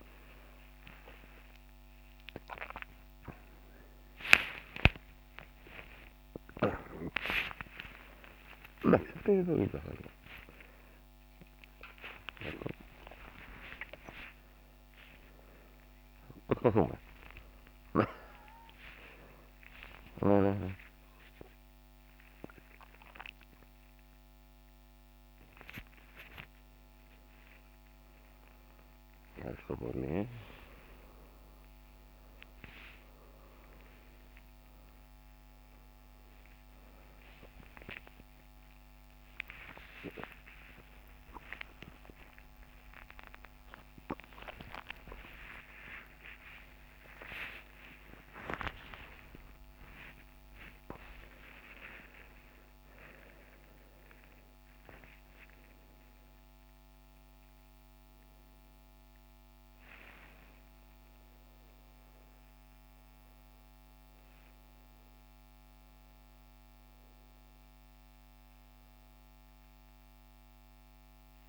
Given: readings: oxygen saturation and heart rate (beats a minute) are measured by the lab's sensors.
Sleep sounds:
a person awake in a sleep study, by a microphone on the trachea; none
none scored
From the record:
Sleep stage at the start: awake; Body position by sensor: on the right side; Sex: male

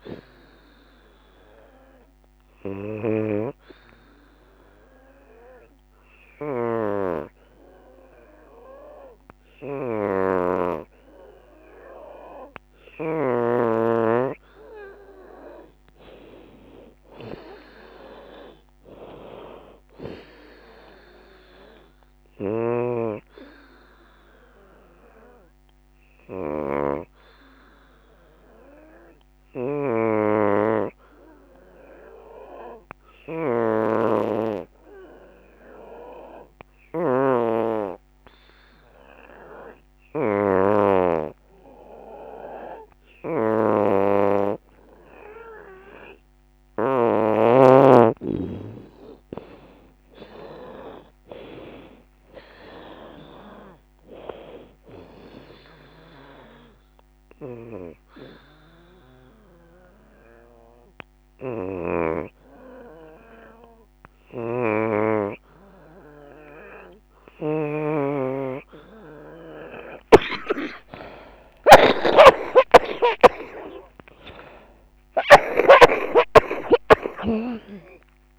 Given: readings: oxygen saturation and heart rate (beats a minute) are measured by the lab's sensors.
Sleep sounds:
breathing in sleep by a microphone on the trachea; 3
0.00-12.50 s: oxygen desaturation (device-marked, oxygen 88% lowest, heart rate 70 extreme)
1.00-13.50 s: obstructive apnea (oxygen 95% before, 84% lowest, heart rate 84 before, 70 extreme, up 19 after)
15.50-18.50 s: arousal
15.50-25.50 s: drop in pulse transit time (device-marked, heart rate 79 before, 82 extreme)
17.50-35.50 s: oxygen desaturation (device-marked, oxygen 94% before, 89% lowest, heart rate 79 before, 72 extreme)
24.50-47.00 s: obstructive apnea (oxygen 94% before, 84% lowest, heart rate 80 before, 69 extreme, up 17 after)
43.50-72.50 s: oxygen desaturation (device-marked, oxygen 94% before, 84% lowest, heart rate 77 before, 69 extreme)
46.50-59.50 s: drop in pulse transit time (device-marked, heart rate 76 before, 76 extreme)
48.50-51.50 s: arousal
56.50-72.00 s: obstructive apnea (oxygen 94% before, 84% lowest, heart rate 81 before, 70 extreme, up 46 after)
73.00-76.50 s: arousal
76.00-78.00 s: long interval between heartbeats (device-marked, heart rate 80 before, 101 extreme)
76.50-78.39 s: drop in pulse transit time (device-marked, heart rate 80 before, 109 extreme)
From the record:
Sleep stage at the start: N2 (light sleep); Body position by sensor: on the back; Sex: female

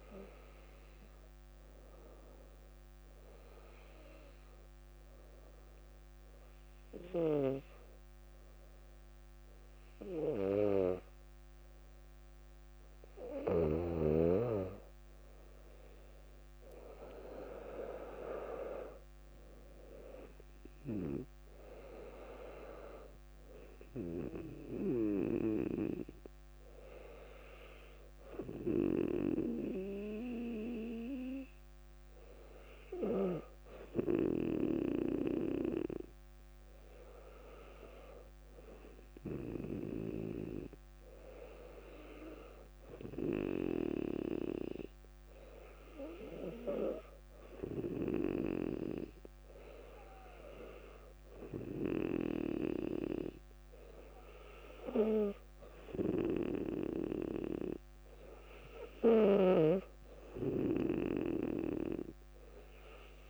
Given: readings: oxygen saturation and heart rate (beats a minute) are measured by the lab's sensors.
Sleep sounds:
breathing in sleep by a microphone on the trachea; 1
3.50-13.50 s: obstructive apnea (oxygen 99% before, 95% lowest, heart rate 60 before, 57 extreme, up 3 after)
17.50-20.50 s: arousal
From the record:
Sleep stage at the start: N2 (light sleep); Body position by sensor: on the back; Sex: female

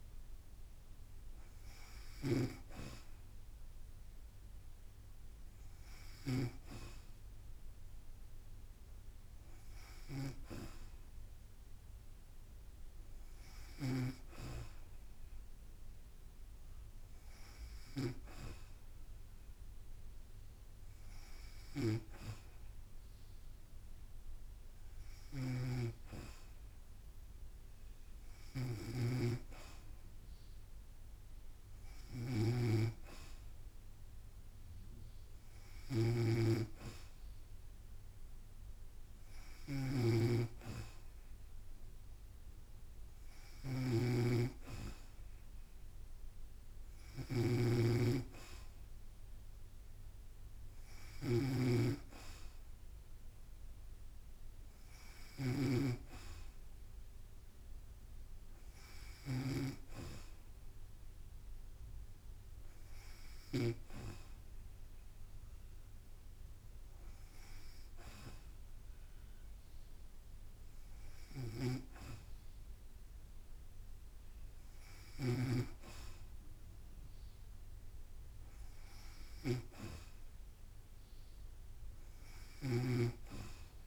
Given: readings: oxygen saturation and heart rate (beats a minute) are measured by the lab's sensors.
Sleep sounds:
breathing in sleep by a room microphone; none
0.00-14.00 s: snoring (device-marked)
21.50-64.00 s: snoring (device-marked)
71.50-83.87 s: snoring (device-marked)
From the record:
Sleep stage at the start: N2 (light sleep); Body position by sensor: on the back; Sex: female

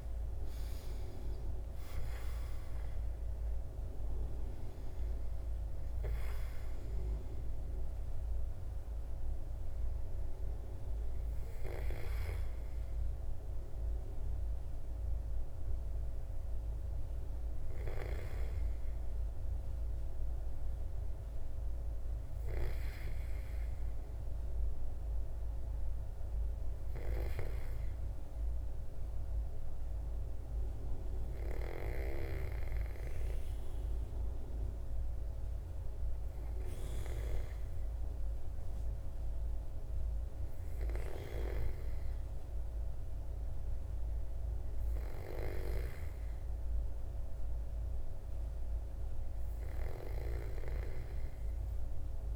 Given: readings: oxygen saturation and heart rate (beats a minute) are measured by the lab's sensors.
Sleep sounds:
breathing in sleep by a room microphone; none
46.00-50.50 s: arousal
From the record:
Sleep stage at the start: REM sleep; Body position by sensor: on the back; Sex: male

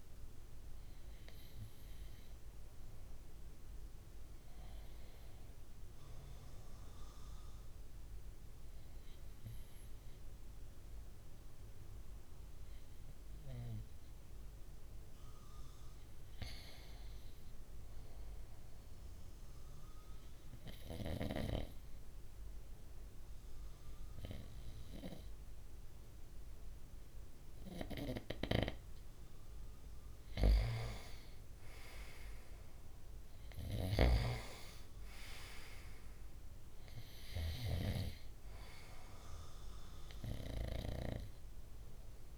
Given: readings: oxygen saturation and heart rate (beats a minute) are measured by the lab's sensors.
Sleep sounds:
breathing in sleep by a room microphone; 1
17.50-29.00 s: obstructive apnea (oxygen 97% before, 93% lowest, heart rate 64 before, 63 extreme, up 6 after)
31.50-35.50 s: arousal
From the record:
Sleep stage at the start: N2 (light sleep); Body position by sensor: on the right side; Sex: male

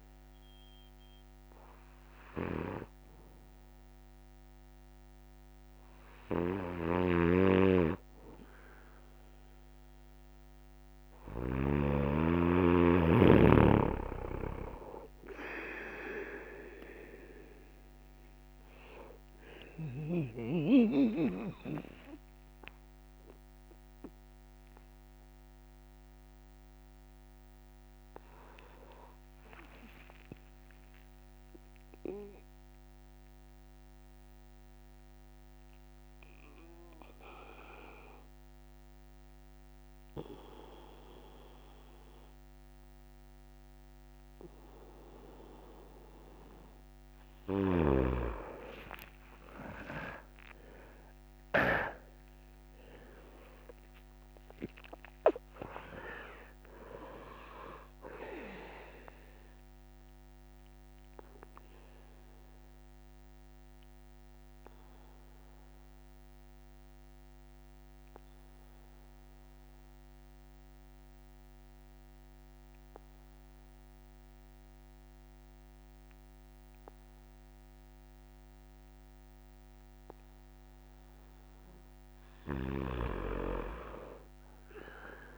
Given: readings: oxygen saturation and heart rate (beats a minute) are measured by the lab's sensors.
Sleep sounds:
breathing in sleep by a microphone on the trachea; 1
6.50-11.50 s: snoring (device-marked)
13.50-20.00 s: snoring (device-marked)
47.00-51.50 s: snoring (device-marked)
56.50-77.50 s: oxygen desaturation (device-marked, oxygen 99% before, 94% lowest)
60.00-80.50 s: obstructive apnea (oxygen 99% before, 93% lowest)
From the record:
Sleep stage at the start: N1 (lightest sleep); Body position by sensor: on the back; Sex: male

